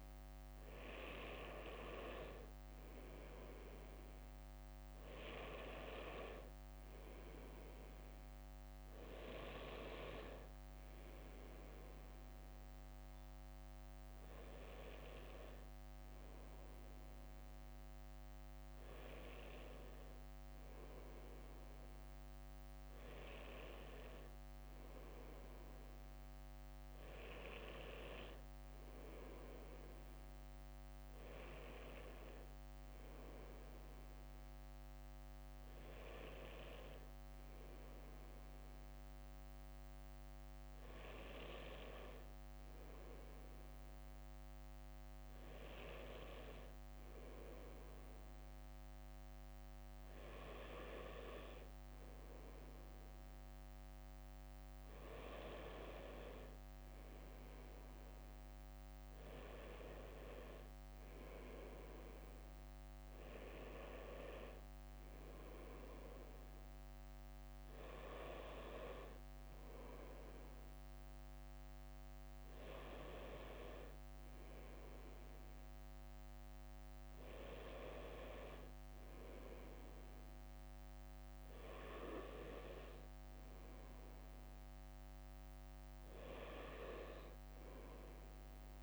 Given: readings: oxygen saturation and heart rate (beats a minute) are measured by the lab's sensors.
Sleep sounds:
breathing in sleep by a microphone on the trachea; none
12.50-21.50 s: bradycardia (device-marked, heart rate 62 before, 57 extreme)
19.00-25.00 s: leg movement (device-marked)
44.50-47.50 s: leg movement (device-marked)
54.50-88.83 s: new sleep stage, N2 (light sleep)
71.50-73.50 s: bradycardia (device-marked, heart rate 62 before, 60 extreme)
79.50-81.00 s: leg movement (device-marked)
From the record:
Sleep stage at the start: N1 (lightest sleep); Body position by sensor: on the right side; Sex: male

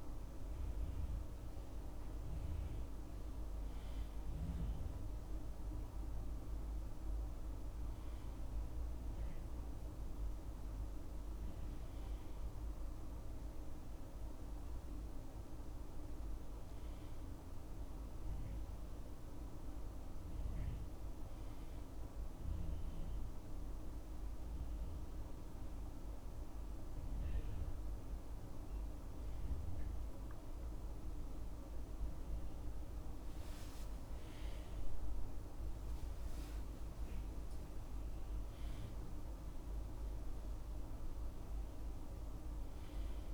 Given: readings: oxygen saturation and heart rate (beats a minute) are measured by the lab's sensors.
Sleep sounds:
breathing in sleep, hard to hear, by a room microphone; none
33.50-38.00 s: arousal
From the record:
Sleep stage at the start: N1 (lightest sleep); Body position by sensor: on the left side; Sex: male

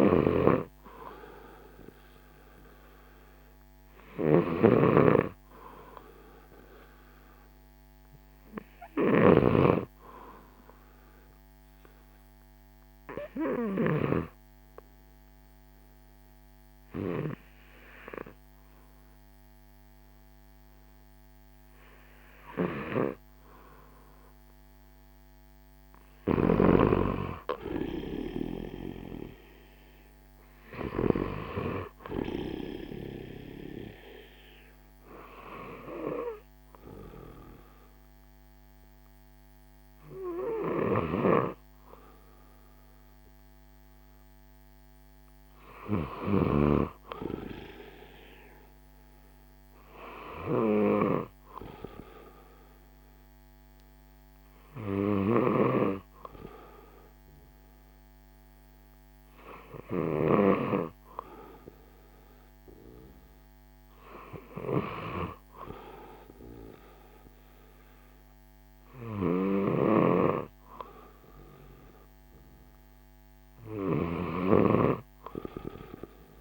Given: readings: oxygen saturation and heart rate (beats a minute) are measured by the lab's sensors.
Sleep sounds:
breathing in sleep by a microphone on the trachea; 1
0.00-2.00 s: oxygen desaturation (device-marked, oxygen 91% lowest, heart rate 56 extreme)
0.00-14.00 s: snoring (device-marked)
5.50-9.00 s: arousal
11.00-25.50 s: hypopnea (oxygen 94% before, 89% lowest, heart rate 59 before, 56 extreme, up 8 after)
28.00-30.50 s: arousal
40.50-46.50 s: snoring (device-marked)
42.00-56.00 s: oxygen desaturation (device-marked, oxygen 93% before, 89% lowest, heart rate 61 before, 61 extreme)
55.00-60.00 s: snoring (device-marked)
69.50-76.41 s: snoring (device-marked)
From the record:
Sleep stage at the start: N2 (light sleep); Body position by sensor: on the left side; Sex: male

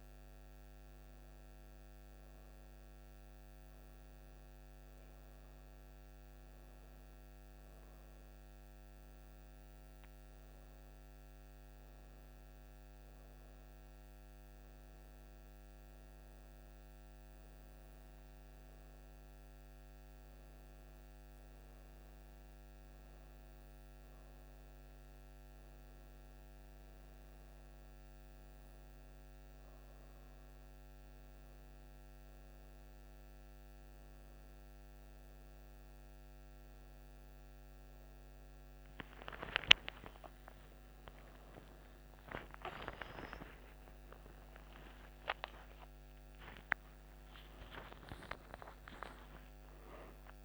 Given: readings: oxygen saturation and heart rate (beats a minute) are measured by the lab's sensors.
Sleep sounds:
breathing in sleep by a microphone on the trachea; none
35.50-50.45 s: new sleep stage, N1 (lightest sleep)
40.00-47.00 s: arousal
From the record:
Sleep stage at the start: N2 (light sleep); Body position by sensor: on the right side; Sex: female

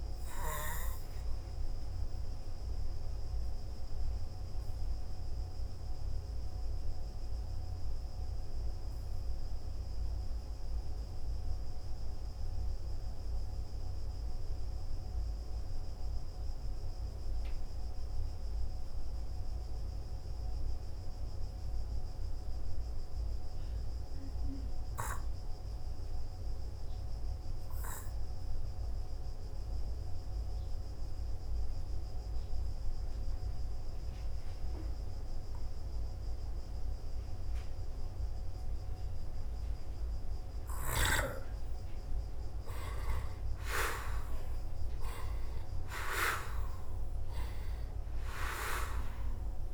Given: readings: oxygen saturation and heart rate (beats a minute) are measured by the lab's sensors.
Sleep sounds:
breathing in sleep by a room microphone; 1
3.50-39.50 s: hypopnea (oxygen 97% before, 84% lowest, heart rate 56 before, 48 extreme, up 6 after)
10.50-30.50 s: oxygen desaturation (device-marked, oxygen 95% before, 84% lowest, heart rate 59 before, 48 extreme)
42.50-46.50 s: arousal
From the record:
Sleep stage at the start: N2 (light sleep); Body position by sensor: on the back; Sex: male

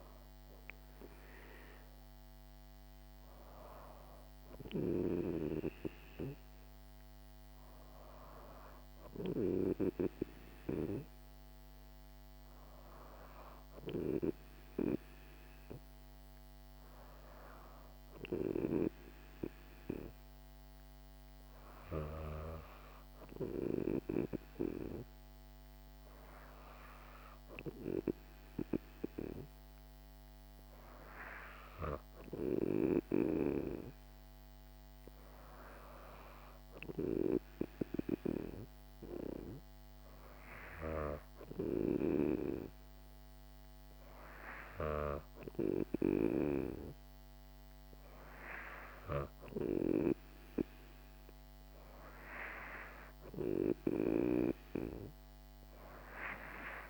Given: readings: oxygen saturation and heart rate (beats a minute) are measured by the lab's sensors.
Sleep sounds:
breathing in sleep by a microphone on the trachea; none
none scored
From the record:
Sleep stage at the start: N2 (light sleep); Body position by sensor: on the back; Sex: female

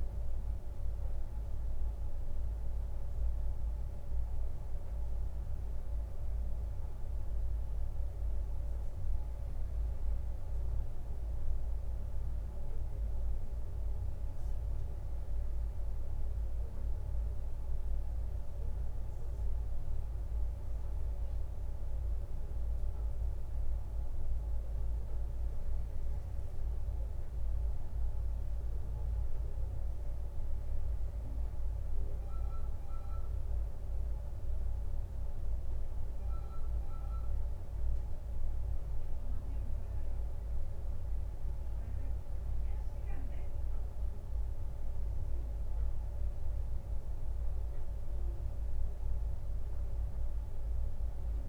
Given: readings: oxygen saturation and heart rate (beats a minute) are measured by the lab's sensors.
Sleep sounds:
breathing in sleep, hard to hear, by a room microphone; none
none scored
From the record:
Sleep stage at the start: N2 (light sleep); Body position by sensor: on the right side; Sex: male

